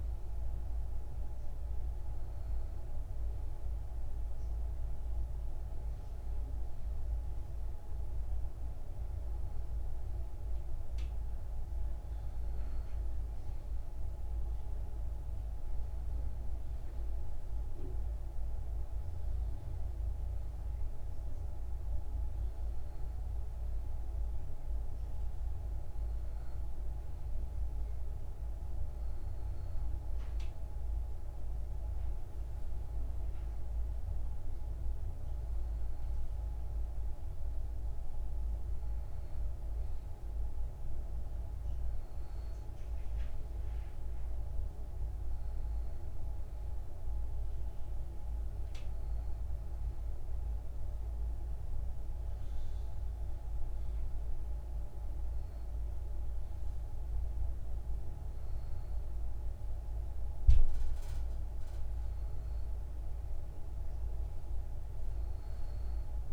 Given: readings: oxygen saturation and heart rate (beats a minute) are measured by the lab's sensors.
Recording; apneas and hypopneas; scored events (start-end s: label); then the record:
breathing in sleep, hard to hear, by a room microphone; none
none scored
From the record:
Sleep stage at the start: N2 (light sleep); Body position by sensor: on the back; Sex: male